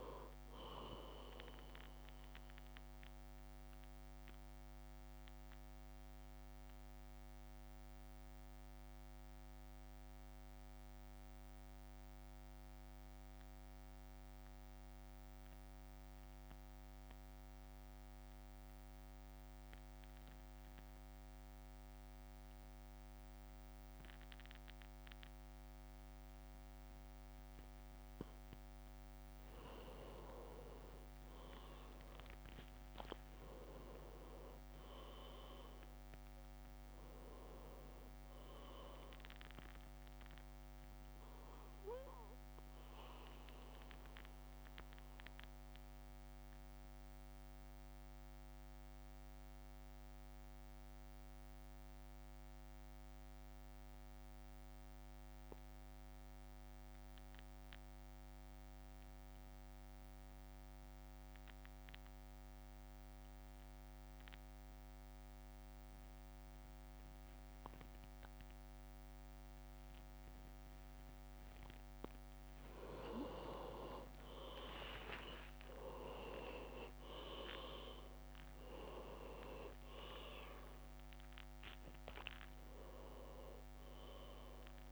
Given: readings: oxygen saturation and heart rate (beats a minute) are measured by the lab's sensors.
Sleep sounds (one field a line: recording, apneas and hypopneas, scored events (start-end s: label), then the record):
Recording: breathing in sleep by a microphone on the trachea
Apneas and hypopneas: 2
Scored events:
0.00-2.00 s: oxygen desaturation (device-marked, oxygen 95% lowest, heart rate 49 extreme)
0.00-3.00 s: drop in pulse transit time (device-marked, heart rate 54 extreme)
2.00-29.00 s: mixed apnea (oxygen 100% before, 93% lowest, heart rate 57 before, 50 extreme, up 5 after)
8.00-17.00 s: oxygen desaturation (device-marked, oxygen 96% before, 93% lowest, heart rate 56 before, 55 extreme)
29.50-30.50 s: leg movement (device-marked)
31.50-35.50 s: arousal
32.00-44.00 s: drop in pulse transit time (device-marked, heart rate 56 before, 54 extreme)
33.00-42.00 s: oxygen desaturation (device-marked, oxygen 100% before, 96% lowest, heart rate 56 before, 52 extreme)
34.00-36.00 s: leg movement (device-marked)
42.50-71.50 s: mixed apnea (oxygen 100% before, 94% lowest, heart rate 57 before, 50 extreme, up 6 after)
73.00-78.00 s: leg movement (device-marked)
74.00-84.92 s: drop in pulse transit time (device-marked, heart rate 55 before, 55 extreme)
74.50-78.50 s: arousal
79.00-81.00 s: leg movement (device-marked)
From the record:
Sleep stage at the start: N2 (light sleep)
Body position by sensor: on the back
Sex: male